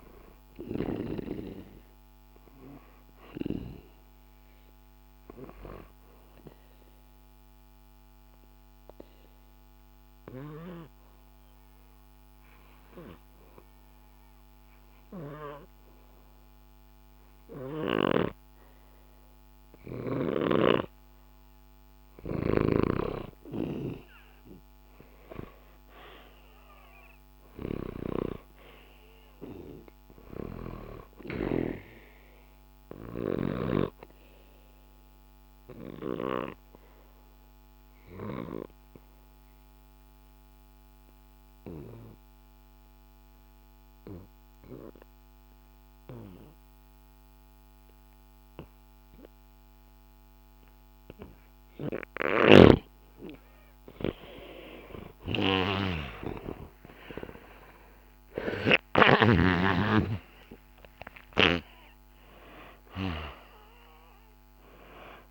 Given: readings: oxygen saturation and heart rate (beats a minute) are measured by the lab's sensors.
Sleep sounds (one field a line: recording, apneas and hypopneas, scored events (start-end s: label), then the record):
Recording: breathing in sleep by a microphone on the trachea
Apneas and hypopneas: 2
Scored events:
0.00-14.50 s: oxygen desaturation (device-marked, oxygen 91% lowest, heart rate 64 extreme)
4.00-21.50 s: obstructive apnea (oxygen 98% before, 89% lowest, heart rate 67 before, 64 extreme)
20.00-28.00 s: snoring (device-marked)
23.00-26.00 s: arousal
28.50-45.50 s: oxygen desaturation (device-marked, oxygen 97% before, 91% lowest, heart rate 66 before, 64 extreme)
30.00-33.50 s: snoring (device-marked)
32.50-52.00 s: obstructive apnea (oxygen 98% before, 89% lowest, heart rate 66 before, 64 extreme, up 3 after)
54.50-59.00 s: snoring (device-marked)
54.50-59.50 s: arousal
60.50-65.31 s: oxygen desaturation (device-marked, oxygen 96% before, 89% lowest, heart rate 66 before, 61 extreme)
From the record:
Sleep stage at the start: N2 (light sleep)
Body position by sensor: on the back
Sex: male